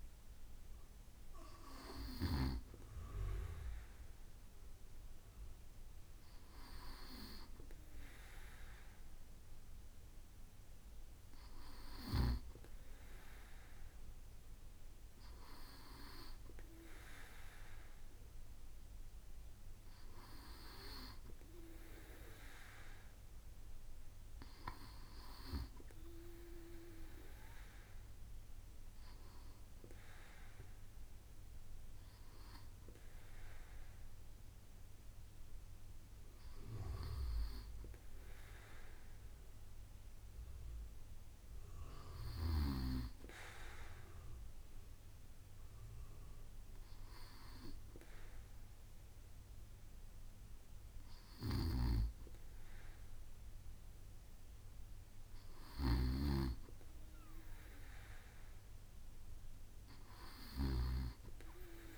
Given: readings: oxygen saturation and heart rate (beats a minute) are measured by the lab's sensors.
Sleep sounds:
breathing in sleep by a room microphone; none
0.00-2.50 s: bradycardia (device-marked, heart rate 56 extreme)
From the record:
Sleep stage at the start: N2 (light sleep); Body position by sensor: on the right side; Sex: male

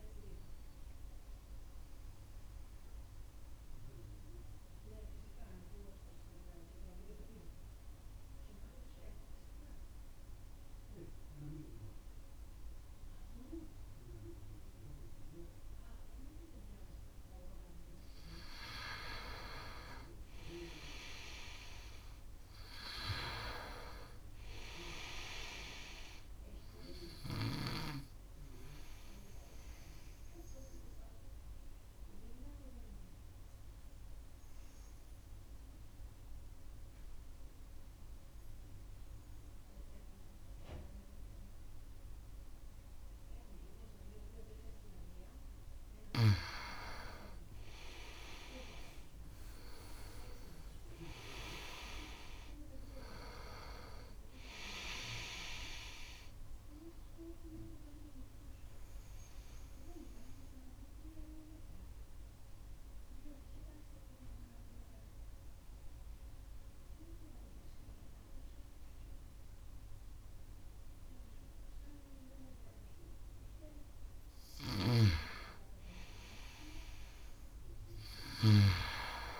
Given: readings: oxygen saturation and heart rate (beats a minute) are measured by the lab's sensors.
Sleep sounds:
breathing in sleep by a room microphone; 3
0.00-18.00 s: oxygen desaturation (device-marked, oxygen 89% lowest, heart rate 63 extreme)
3.00-17.50 s: mixed apnea (oxygen 97% before, 89% lowest, heart rate 70 before, 63 extreme, up 7 after)
19.00-23.50 s: arousal
25.00-42.00 s: oxygen desaturation (device-marked, oxygen 99% before, 89% lowest, heart rate 66 before, 63 extreme)
31.00-46.00 s: obstructive apnea (oxygen 99% before, 89% lowest, heart rate 68 before, 63 extreme, up 6 after)
47.50-52.00 s: arousal
50.00-71.00 s: oxygen desaturation (device-marked, oxygen 98% before, 90% lowest, heart rate 66 before, 63 extreme)
60.00-73.50 s: obstructive apnea (oxygen 98% before, 88% lowest, heart rate 69 before, 66 extreme, up 6 after)
77.50-79.40 s: arousal
From the record:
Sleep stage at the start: N2 (light sleep); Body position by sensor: on the right side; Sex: male

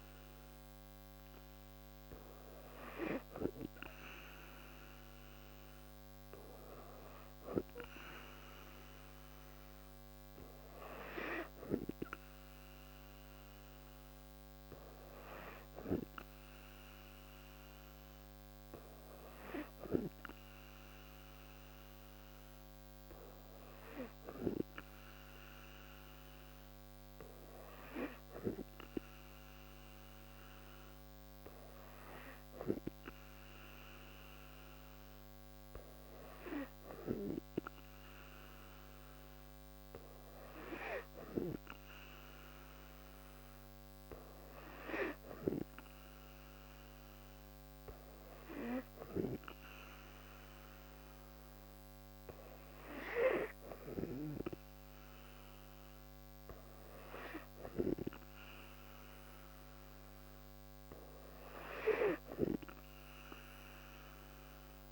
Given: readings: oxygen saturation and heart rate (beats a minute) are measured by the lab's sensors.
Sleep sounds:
breathing in sleep by a microphone on the trachea; none
4.50-21.50 s: oxygen desaturation (device-marked, oxygen 97% before, 93% lowest, heart rate 73 before, 73 extreme)
59.00-62.00 s: arousal
From the record:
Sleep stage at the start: N2 (light sleep); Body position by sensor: on the back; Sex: female

